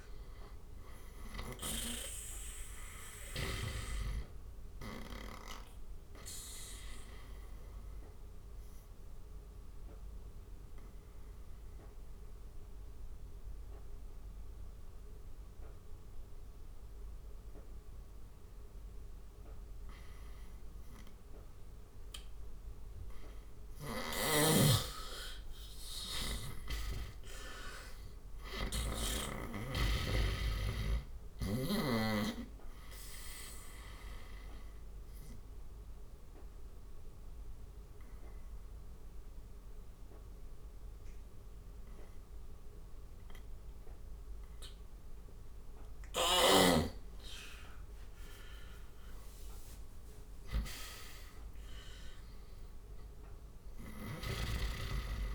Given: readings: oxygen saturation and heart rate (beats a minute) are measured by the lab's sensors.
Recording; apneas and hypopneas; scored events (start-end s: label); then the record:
breathing in sleep by a room microphone; 2
0.00-1.00 s: snoring (device-marked)
0.00-3.00 s: arousal
5.50-10.50 s: oxygen desaturation (device-marked, oxygen 97% before, 93% lowest, heart rate 76 before, 71 extreme)
7.50-22.50 s: obstructive apnea (oxygen 97% before, 89% lowest, heart rate 77 before, 71 extreme, up 12 after)
12.50-27.50 s: oxygen desaturation (device-marked, oxygen 97% before, 89% lowest, heart rate 78 before, 73 extreme)
24.50-28.50 s: arousal
33.50-47.50 s: obstructive apnea (oxygen 97% before, 90% lowest, heart rate 77 before, 76 extreme, up 11 after)
44.50-53.50 s: oxygen desaturation (device-marked, oxygen 95% before, 90% lowest, heart rate 79 before, 79 extreme)
45.50-55.35 s: snoring (device-marked)
From the record:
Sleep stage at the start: N2 (light sleep); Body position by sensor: on the right side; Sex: male